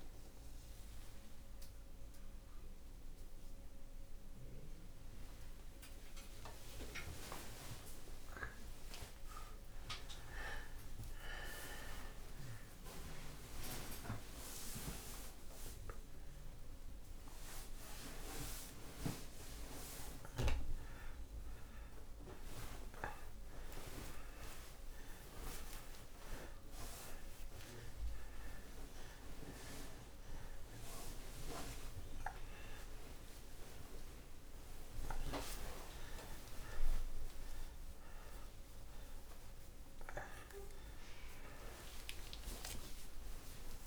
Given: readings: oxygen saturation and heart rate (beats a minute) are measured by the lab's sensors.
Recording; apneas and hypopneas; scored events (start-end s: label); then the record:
a person awake in a sleep study, by a room microphone; none
none scored
From the record:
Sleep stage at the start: awake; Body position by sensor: on the back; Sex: male